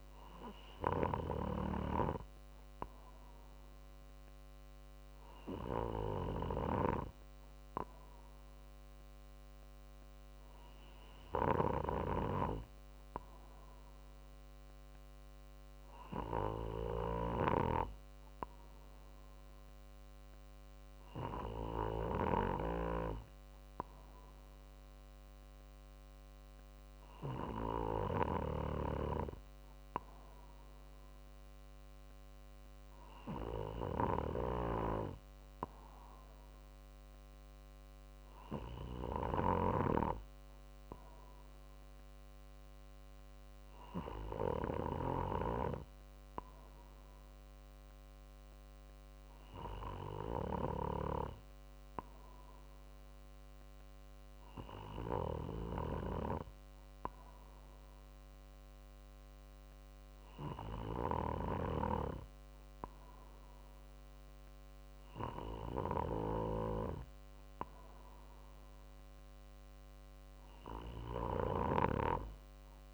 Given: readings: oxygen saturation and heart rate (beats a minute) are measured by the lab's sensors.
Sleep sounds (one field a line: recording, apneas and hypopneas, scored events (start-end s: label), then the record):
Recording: breathing in sleep by a microphone on the trachea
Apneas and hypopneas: none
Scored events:
none scored
From the record:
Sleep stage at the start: N2 (light sleep)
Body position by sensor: on the right side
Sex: male